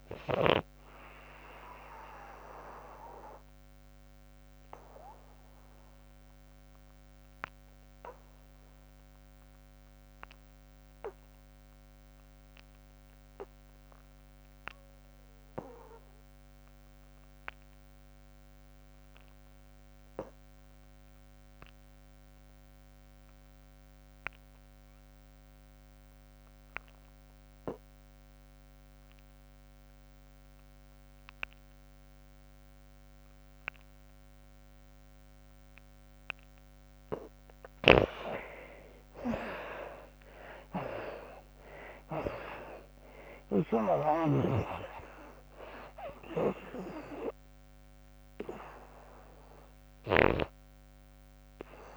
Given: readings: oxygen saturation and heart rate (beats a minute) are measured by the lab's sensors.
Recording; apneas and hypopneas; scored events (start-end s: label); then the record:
breathing in sleep by a microphone on the trachea; 1
0.00-12.50 s: oxygen desaturation (device-marked, oxygen 59% lowest, heart rate 63 extreme)
3.00-34.50 s: obstructive apnea (oxygen 95% before, 52% lowest, heart rate 103 before, 63 extreme, up 40 after)
24.50-51.97 s: oxygen desaturation (device-marked, oxygen 94% before, 52% lowest, heart rate 70 before, 68 extreme)
37.50-42.00 s: arousal
From the record:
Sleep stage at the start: N2 (light sleep); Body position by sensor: on the back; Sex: female